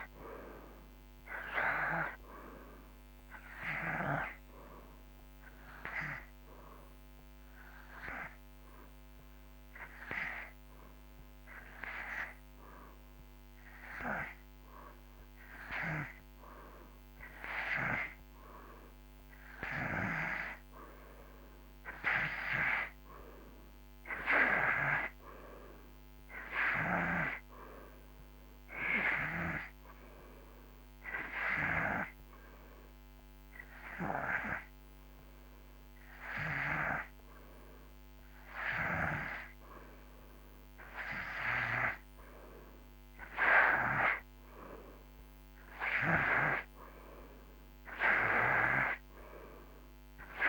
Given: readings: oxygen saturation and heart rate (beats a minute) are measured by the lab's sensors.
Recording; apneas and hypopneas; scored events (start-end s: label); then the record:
breathing in sleep by a microphone on the trachea; 1
0.00-23.50 s: oxygen desaturation (device-marked, oxygen 88% lowest)
1.50-17.50 s: hypopnea (oxygen 94% before, 88% lowest)
22.00-27.00 s: arousal
41.50-50.48 s: oxygen desaturation (device-marked, oxygen 92% before, 88% lowest)
From the record:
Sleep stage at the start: N2 (light sleep); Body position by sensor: on the right side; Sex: male